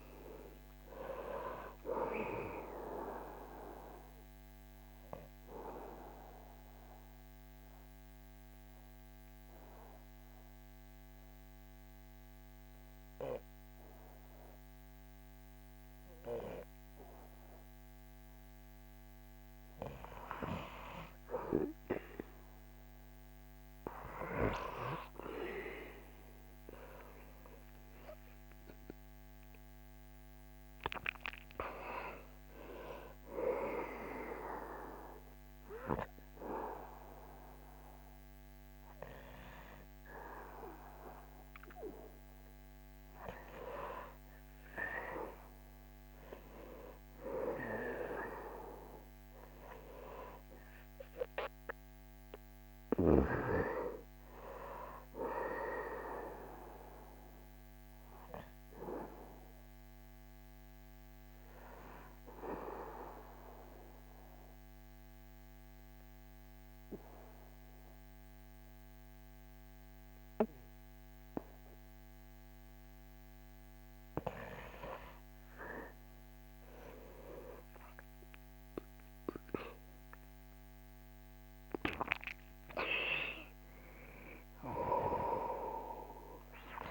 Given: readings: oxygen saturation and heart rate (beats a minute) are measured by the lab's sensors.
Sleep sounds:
breathing in sleep by a microphone on the trachea; 3
4.00-19.00 s: obstructive apnea (oxygen 99% before, 95% lowest, heart rate 79 before, 69 extreme, up 8 after)
22.00-27.00 s: arousal
33.50-44.00 s: hypopnea (oxygen 99% before, 95% lowest, heart rate 78 before, 69 extreme, up 6 after)
45.00-49.50 s: arousal
62.00-73.00 s: obstructive apnea (oxygen 99% before, 94% lowest, heart rate 78 before, 69 extreme, up 13 after)
74.50-86.90 s: new sleep stage, N1 (lightest sleep)
75.00-79.50 s: arousal
From the record:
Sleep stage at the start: N2 (light sleep); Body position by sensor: on the back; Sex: male

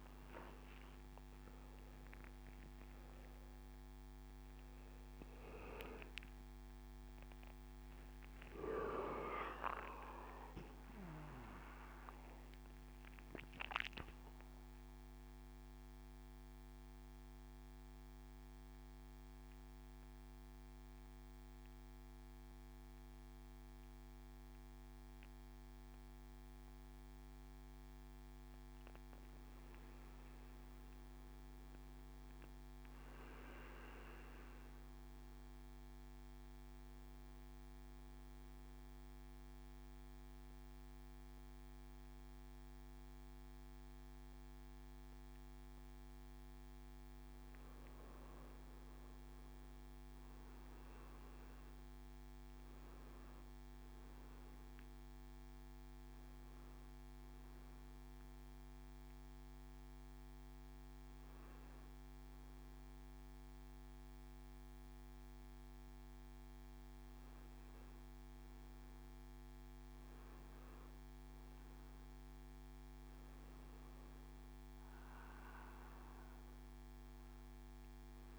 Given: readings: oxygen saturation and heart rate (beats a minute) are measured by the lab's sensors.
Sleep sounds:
a person awake in a sleep study, by a microphone on the trachea; none
0.00-5.00 s: oxygen desaturation (device-marked, oxygen 94% lowest, heart rate 83 extreme)
34.00-51.00 s: oxygen desaturation (device-marked, oxygen 99% before, 91% lowest, heart rate 88 before, 82 extreme)
From the record:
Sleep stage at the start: awake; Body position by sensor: on the back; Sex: male

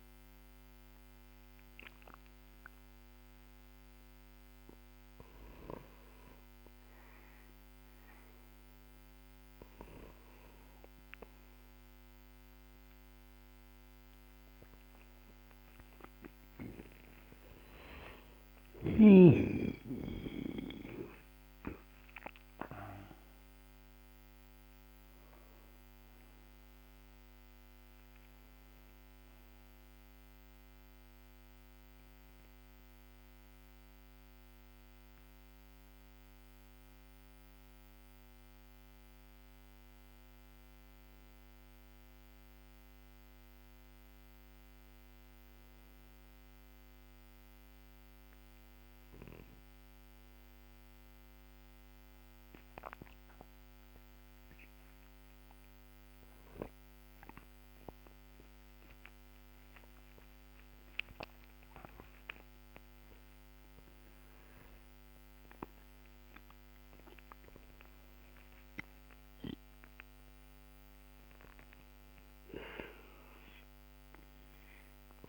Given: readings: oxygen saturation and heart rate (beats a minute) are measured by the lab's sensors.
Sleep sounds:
breathing in sleep by a microphone on the trachea; 1
3.50-20.50 s: oxygen desaturation (device-marked, oxygen 98% before, 95% lowest, heart rate 62 before, 46 extreme)
20.00-24.50 s: arousal
42.00-59.00 s: obstructive apnea (oxygen 96% before, 94% lowest, heart rate 56 before, 49 extreme, up 24 after)
61.00-65.50 s: arousal
From the record:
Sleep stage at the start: N2 (light sleep); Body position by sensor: on the back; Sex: male

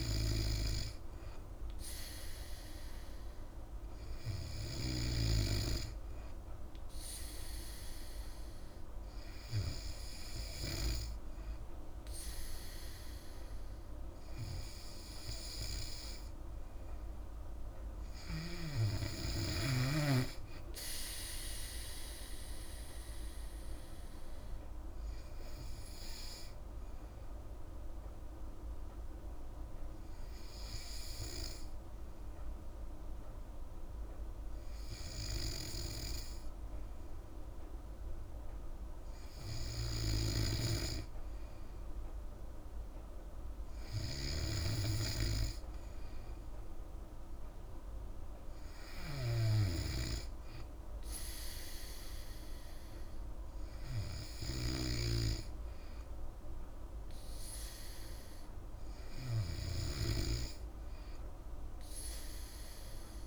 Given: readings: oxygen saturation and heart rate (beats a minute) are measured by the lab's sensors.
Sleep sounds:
breathing in sleep by a room microphone; none
none scored
From the record:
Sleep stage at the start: N3 (deep sleep); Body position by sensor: on the back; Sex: female

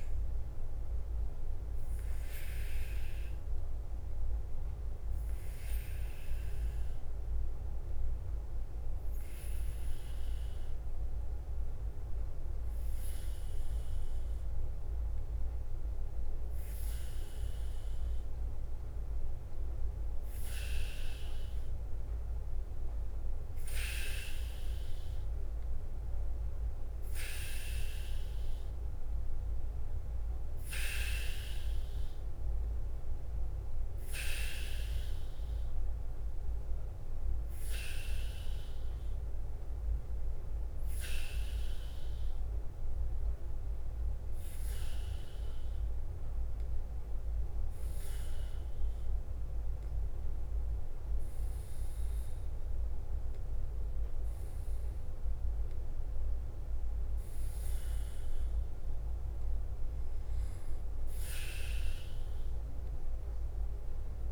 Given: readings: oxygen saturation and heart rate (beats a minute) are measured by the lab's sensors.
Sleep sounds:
breathing in sleep by a room microphone; 2
0.00-17.00 s: bradycardia (device-marked, heart rate 42 extreme)
1.50-17.50 s: obstructive apnea (oxygen 98% before, 95% lowest, heart rate 51 before, 45 extreme, up 12 after)
21.00-64.31 s: bradycardia (device-marked, heart rate 50 before, 44 extreme)
22.00-25.00 s: arousal
43.50-59.00 s: obstructive apnea (oxygen 98% before, 94% lowest, heart rate 50 before, 48 extreme, up 3 after)
From the record:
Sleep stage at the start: N2 (light sleep); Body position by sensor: on the back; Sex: male

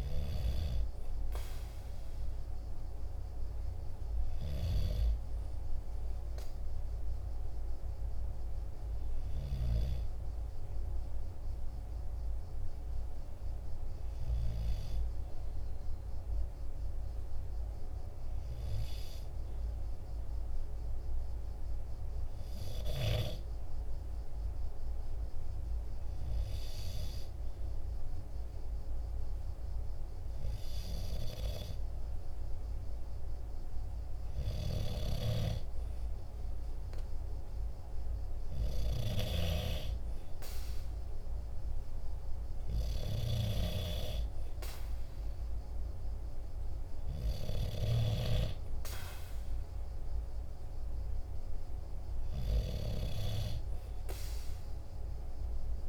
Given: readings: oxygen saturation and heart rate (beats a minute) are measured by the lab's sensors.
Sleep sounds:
breathing in sleep by a room microphone; 1
8.00-34.50 s: hypopnea (oxygen 98% before, 94% lowest, heart rate 47 before, 45 extreme, up 1 after)
36.50-40.00 s: arousal
From the record:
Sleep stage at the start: N2 (light sleep); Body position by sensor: on the right side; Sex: male

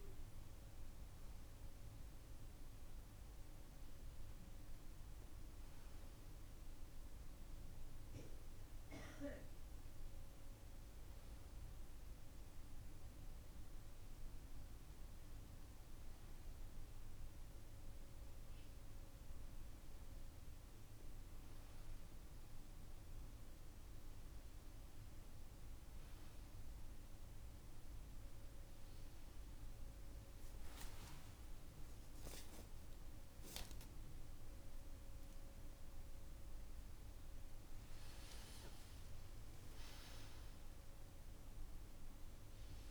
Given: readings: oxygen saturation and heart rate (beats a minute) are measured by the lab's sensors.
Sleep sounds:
a person awake in a sleep study, hard to hear, by a room microphone; none
none scored
From the record:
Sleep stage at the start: awake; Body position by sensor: on the right side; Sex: male

